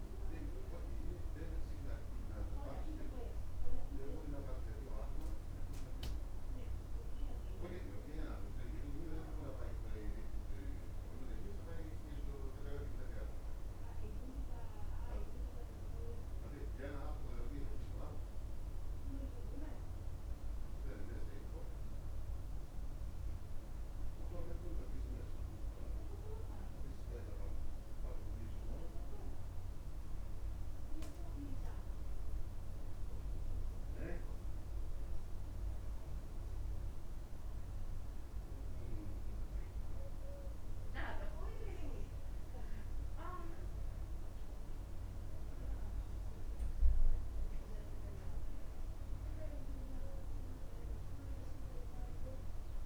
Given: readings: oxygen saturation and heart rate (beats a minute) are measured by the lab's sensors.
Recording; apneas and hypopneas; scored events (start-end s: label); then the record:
breathing in sleep by a room microphone; none
none scored
From the record:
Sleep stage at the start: N2 (light sleep); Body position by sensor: on the back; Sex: male